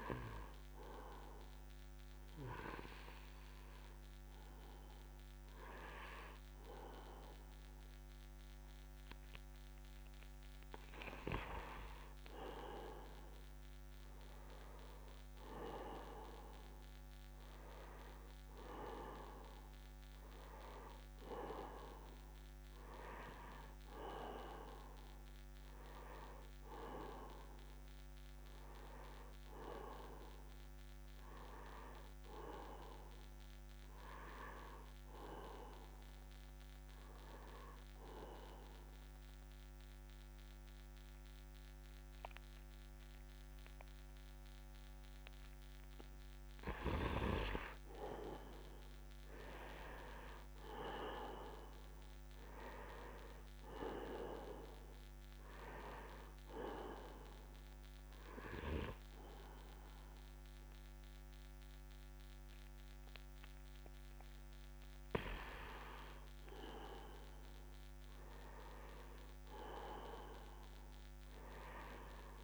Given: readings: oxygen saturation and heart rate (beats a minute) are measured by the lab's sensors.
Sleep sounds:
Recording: breathing in sleep by a microphone on the trachea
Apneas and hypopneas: 2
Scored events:
0.50-11.50 s: hypopnea (oxygen 97% before, 91% lowest, heart rate 70 before, 68 extreme, up 0 after)
13.50-17.50 s: arousal
19.50-37.50 s: oxygen desaturation (device-marked, oxygen 98% before, 93% lowest, heart rate 71 before, 68 extreme)
37.50-47.50 s: obstructive apnea (oxygen 98% before, 91% lowest, heart rate 70 before, 68 extreme, up 0 after)
49.00-53.00 s: arousal
54.50-71.50 s: oxygen desaturation (device-marked, oxygen 96% before, 91% lowest, heart rate 69 before, 69 extreme)
From the record:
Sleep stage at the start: N2 (light sleep)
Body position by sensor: upright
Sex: male

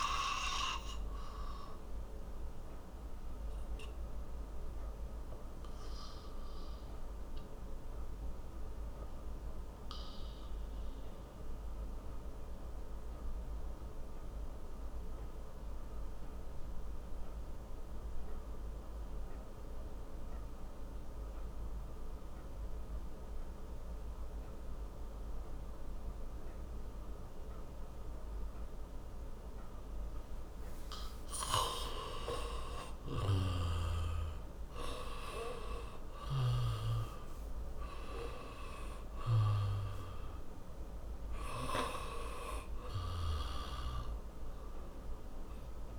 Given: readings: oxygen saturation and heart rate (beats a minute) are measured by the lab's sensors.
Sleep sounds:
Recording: breathing in sleep by a room microphone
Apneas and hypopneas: 1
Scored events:
0.00-20.00 s: oxygen desaturation (device-marked, oxygen 88% lowest)
0.50-32.00 s: obstructive apnea (oxygen 96% before, 88% lowest)
32.00-45.98 s: oxygen desaturation (device-marked, oxygen 98% before, 89% lowest)
34.00-38.50 s: arousal
From the record:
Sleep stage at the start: N2 (light sleep)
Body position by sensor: on the back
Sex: male

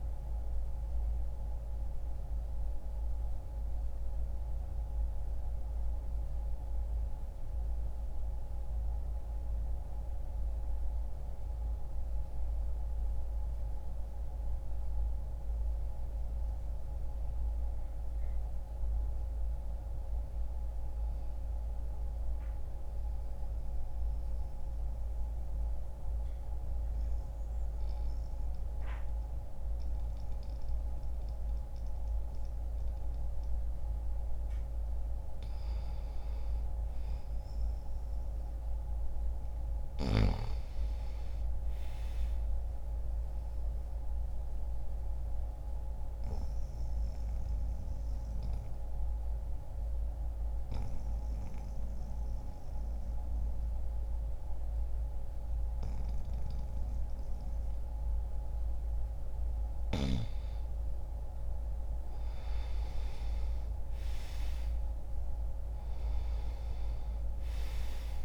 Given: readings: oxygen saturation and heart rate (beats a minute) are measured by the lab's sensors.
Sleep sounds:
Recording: breathing in sleep, hard to hear, by a room microphone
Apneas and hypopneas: 2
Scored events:
0.00-4.50 s: oxygen desaturation (device-marked, oxygen 89% lowest, heart rate 60 extreme)
13.00-17.00 s: arousal
13.50-24.50 s: oxygen desaturation (device-marked, oxygen 91% before, 88% lowest, heart rate 63 before, 60 extreme)
20.50-34.00 s: mixed apnea (oxygen 92% before, 89% lowest, heart rate 64 before, 60 extreme, up 2 after)
36.00-40.00 s: arousal
43.50-59.00 s: obstructive apnea (oxygen 98% before, 91% lowest, heart rate 62 before, 59 extreme, up 4 after)
45.50-61.50 s: oxygen desaturation (device-marked, oxygen 97% before, 91% lowest, heart rate 62 before, 59 extreme)
62.50-67.00 s: arousal
From the record:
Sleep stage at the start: N2 (light sleep)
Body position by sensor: on the back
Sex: male

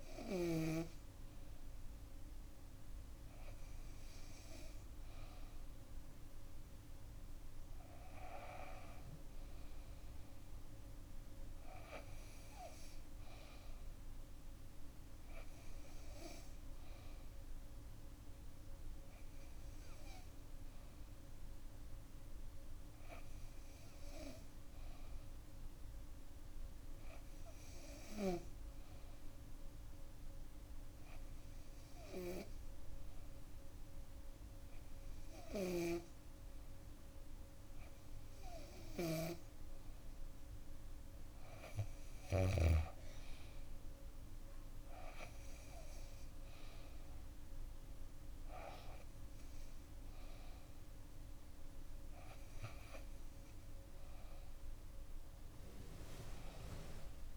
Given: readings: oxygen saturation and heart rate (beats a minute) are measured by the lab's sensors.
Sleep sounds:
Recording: a person partly awake in a sleep study, by a room microphone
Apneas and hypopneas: 1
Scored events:
20.00-57.37 s: new sleep stage, N2 (light sleep)
28.50-39.50 s: hypopnea (oxygen 97% before, 95% lowest, heart rate 65 before, 65 extreme, up 11 after)
35.00-42.50 s: snoring (device-marked)
42.00-45.50 s: arousal
From the record:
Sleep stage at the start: awake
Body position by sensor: on the back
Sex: female

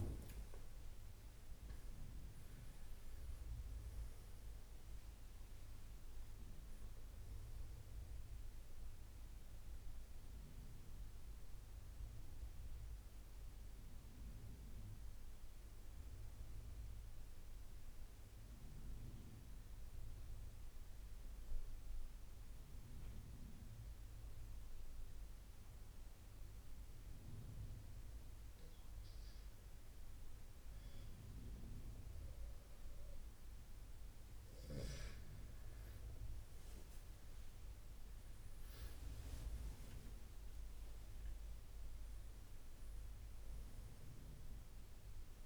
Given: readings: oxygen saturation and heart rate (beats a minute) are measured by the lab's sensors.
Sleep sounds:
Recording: a person partly awake in a sleep study, hard to hear, by a room microphone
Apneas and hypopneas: 1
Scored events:
11.00-33.50 s: obstructive apnea (oxygen 95% before, 92% lowest, heart rate 86 before, 72 extreme, up 11 after)
25.50-45.46 s: new sleep stage, awake
37.50-45.46 s: oxygen desaturation (device-marked, oxygen 97% before, 92% lowest, heart rate 80 before, 83 extreme)
From the record:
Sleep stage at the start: N2 (light sleep)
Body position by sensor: on the right side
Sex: male

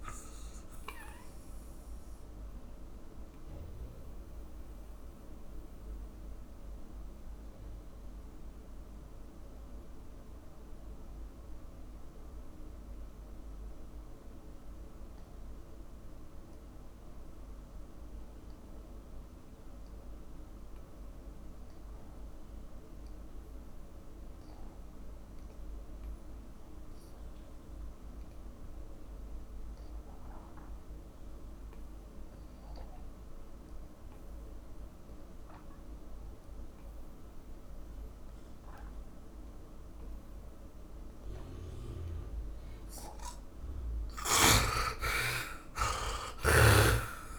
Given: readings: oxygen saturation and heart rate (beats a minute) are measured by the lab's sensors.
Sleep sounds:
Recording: breathing in sleep by a room microphone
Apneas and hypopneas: 1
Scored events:
0.00-19.00 s: oxygen desaturation (device-marked, oxygen 71% lowest, heart rate 45 extreme)
1.00-42.50 s: mixed apnea (oxygen 100% before, 71% lowest, heart rate 59 before, 45 extreme, up 22 after)
26.00-47.39 s: oxygen desaturation (device-marked, oxygen 100% before, 71% lowest, heart rate 59 before, 45 extreme)
45.00-47.39 s: arousal
From the record:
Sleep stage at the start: N2 (light sleep)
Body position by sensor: on the back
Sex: male

